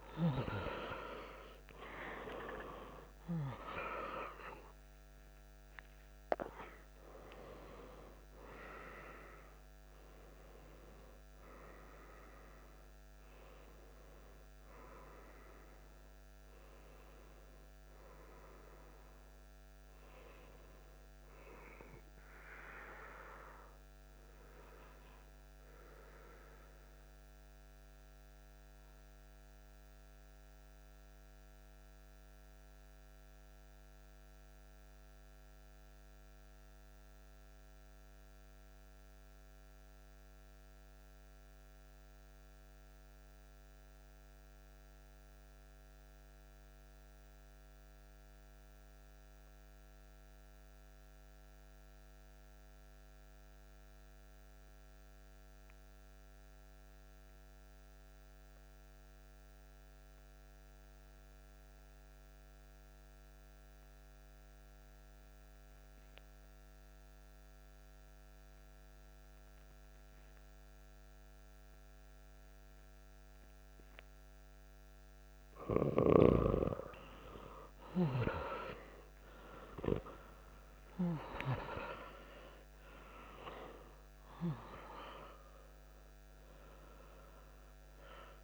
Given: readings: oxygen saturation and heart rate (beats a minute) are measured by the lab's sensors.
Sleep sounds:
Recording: breathing in sleep by a microphone on the trachea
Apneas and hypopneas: 1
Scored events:
0.00-25.00 s: oxygen desaturation (device-marked, oxygen 89% lowest)
23.50-72.50 s: mixed apnea (oxygen 95% before, 89% lowest)
56.00-88.44 s: oxygen desaturation (device-marked, oxygen 98% before, 89% lowest)
74.50-80.00 s: arousal
From the record:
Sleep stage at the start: N2 (light sleep)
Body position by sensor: on the back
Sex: male

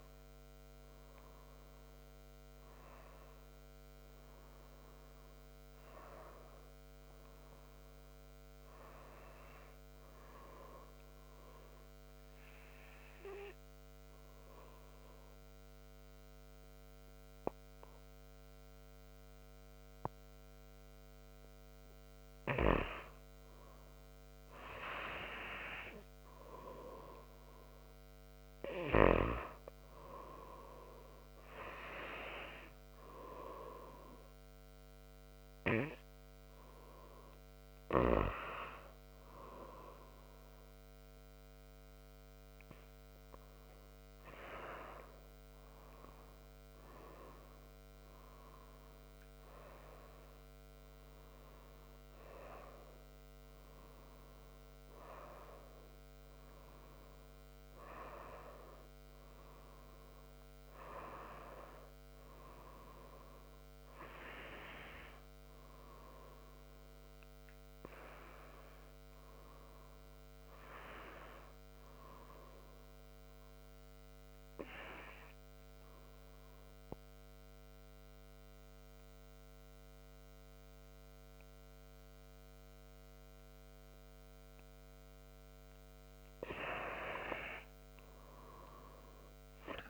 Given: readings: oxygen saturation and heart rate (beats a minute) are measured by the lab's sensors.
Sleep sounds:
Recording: a person partly awake in a sleep study, by a microphone on the trachea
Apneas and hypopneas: 1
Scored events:
0.00-1.50 s: arousal
11.00-22.00 s: obstructive apnea (oxygen 98% before, 96% lowest, heart rate 80 before, 77 extreme, up 0 after)
23.00-27.00 s: arousal
57.00-87.00 s: new sleep stage, awake
87.00-89.90 s: new sleep stage, N1 (lightest sleep)
From the record:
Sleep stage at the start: N2 (light sleep)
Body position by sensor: on the right side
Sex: male

